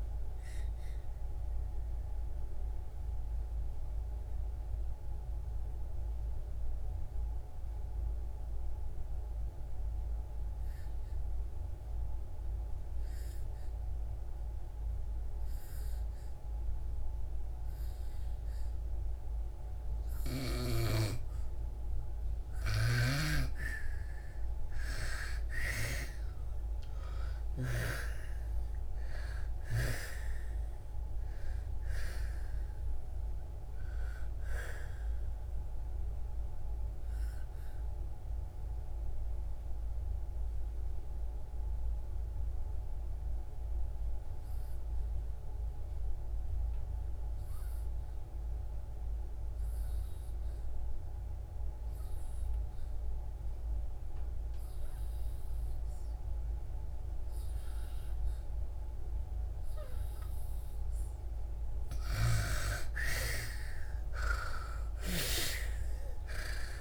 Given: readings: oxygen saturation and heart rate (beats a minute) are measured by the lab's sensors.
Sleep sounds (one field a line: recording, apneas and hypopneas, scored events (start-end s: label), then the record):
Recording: breathing in sleep by a room microphone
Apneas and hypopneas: 2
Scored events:
0.00-18.50 s: oxygen desaturation (device-marked, oxygen 82% lowest, heart rate 58 extreme)
0.50-22.00 s: obstructive apnea (oxygen 99% before, 82% lowest, heart rate 66 before, 58 extreme, up 20 after)
23.50-51.50 s: oxygen desaturation (device-marked, oxygen 99% before, 87% lowest, heart rate 62 before, 59 extreme)
25.00-28.50 s: arousal
36.00-61.50 s: obstructive apnea (oxygen 99% before, 81% lowest, heart rate 70 before, 57 extreme, up 12 after)
53.50-66.81 s: oxygen desaturation (device-marked, oxygen 99% before, 81% lowest, heart rate 65 before, 57 extreme)
64.00-66.81 s: arousal
From the record:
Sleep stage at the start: N2 (light sleep)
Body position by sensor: on the back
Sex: female